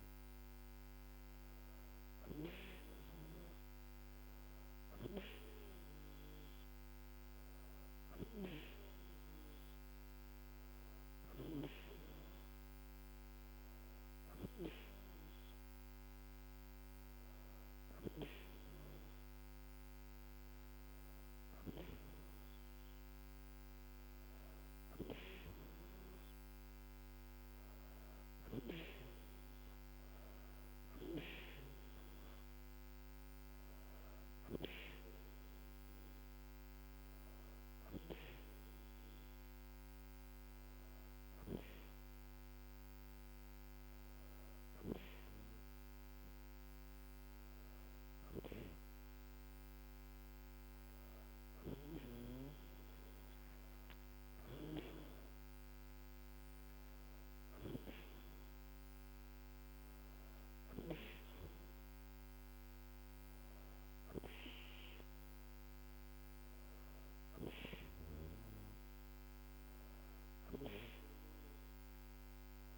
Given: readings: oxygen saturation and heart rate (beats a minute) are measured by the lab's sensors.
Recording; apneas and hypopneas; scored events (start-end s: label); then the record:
breathing in sleep by a microphone on the trachea; none
none scored
From the record:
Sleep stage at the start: N2 (light sleep); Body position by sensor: on the back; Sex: female